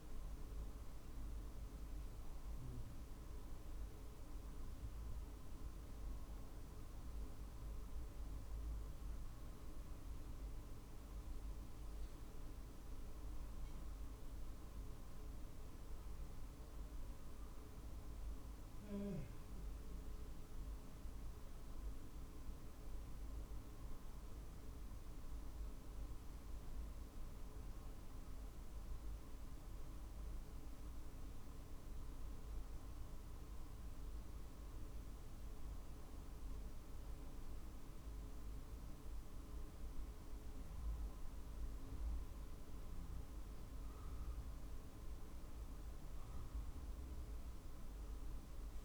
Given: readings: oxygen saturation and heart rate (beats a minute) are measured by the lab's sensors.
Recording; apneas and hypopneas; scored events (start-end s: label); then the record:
breathing in sleep, hard to hear, by a room microphone; none
none scored
From the record:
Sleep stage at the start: N1 (lightest sleep); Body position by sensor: on the right side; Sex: male